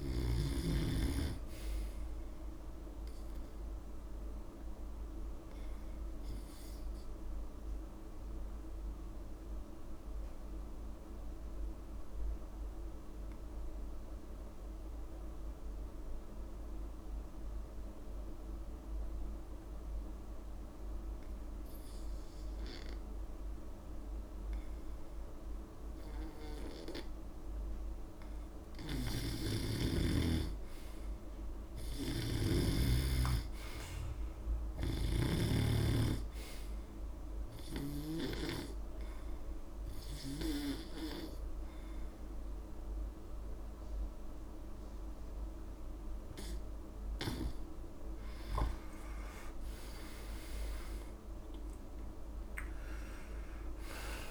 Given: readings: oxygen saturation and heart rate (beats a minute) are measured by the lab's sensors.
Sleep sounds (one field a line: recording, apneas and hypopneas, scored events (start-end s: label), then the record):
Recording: breathing in sleep by a room microphone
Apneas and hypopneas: 2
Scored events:
0.00-17.00 s: oxygen desaturation (device-marked, oxygen 87% lowest)
5.00-26.00 s: obstructive apnea (oxygen 99% before, 87% lowest)
28.00-31.00 s: arousal
31.00-54.00 s: oxygen desaturation (device-marked, oxygen 98% before, 87% lowest)
32.00-35.50 s: snoring (device-marked)
37.50-48.00 s: hypopnea (oxygen 99% before, 87% lowest)
50.50-54.00 s: arousal
From the record:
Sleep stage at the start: N2 (light sleep)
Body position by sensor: on the back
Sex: male